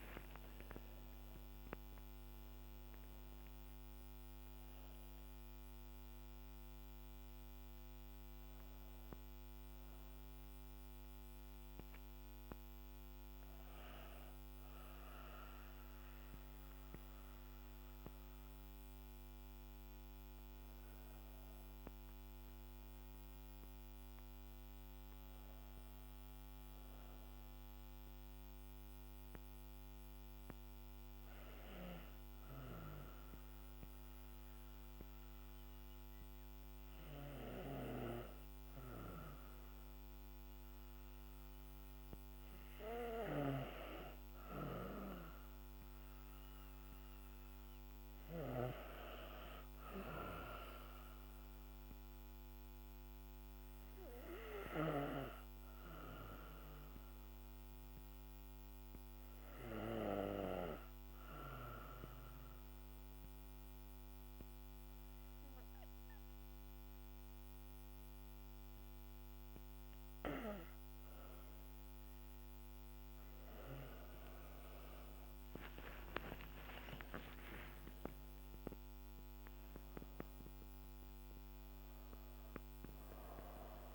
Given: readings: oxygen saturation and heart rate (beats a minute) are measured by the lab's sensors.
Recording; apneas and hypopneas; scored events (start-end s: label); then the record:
breathing in sleep by a microphone on the trachea; 2
0.00-24.00 s: oxygen desaturation (device-marked, oxygen 94% lowest, heart rate 52 extreme)
27.50-41.50 s: obstructive apnea (oxygen 99% before, 92% lowest, heart rate 58 before, 52 extreme, up 7 after)
44.00-48.50 s: arousal
46.00-64.00 s: oxygen desaturation (device-marked, oxygen 98% before, 95% lowest, heart rate 56 before, 53 extreme)
60.50-70.50 s: obstructive apnea (oxygen 98% before, 92% lowest, heart rate 58 before, 53 extreme, up 19 after)
73.00-77.50 s: arousal
75.00-77.00 s: long interval between heartbeats (device-marked, heart rate 57 before, 68 extreme)
75.00-83.95 s: oxygen desaturation (device-marked, oxygen 97% before, 92% lowest, heart rate 57 before, 54 extreme)
From the record:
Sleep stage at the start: N2 (light sleep); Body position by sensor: on the back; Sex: female